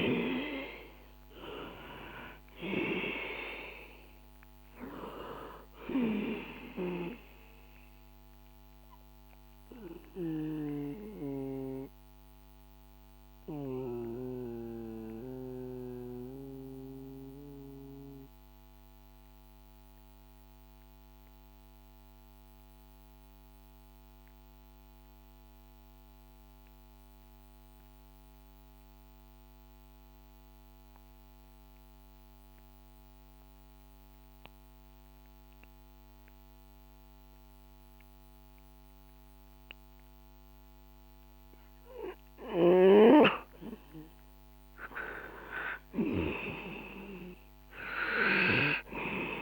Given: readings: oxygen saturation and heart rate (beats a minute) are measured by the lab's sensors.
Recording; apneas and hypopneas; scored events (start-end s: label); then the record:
breathing in sleep by a microphone on the trachea; 1
0.00-2.50 s: arousal
0.00-25.50 s: oxygen desaturation (device-marked, oxygen 88% lowest, heart rate 58 extreme)
9.50-42.50 s: mixed apnea (oxygen 98% before, 88% lowest, heart rate 65 before, 58 extreme, up 4 after)
41.50-49.42 s: oxygen desaturation (device-marked, oxygen 97% before, 90% lowest, heart rate 63 before, 59 extreme)
41.50-49.42 s: snoring (device-marked)
45.00-48.50 s: arousal
From the record:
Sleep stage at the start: N2 (light sleep); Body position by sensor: on the back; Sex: male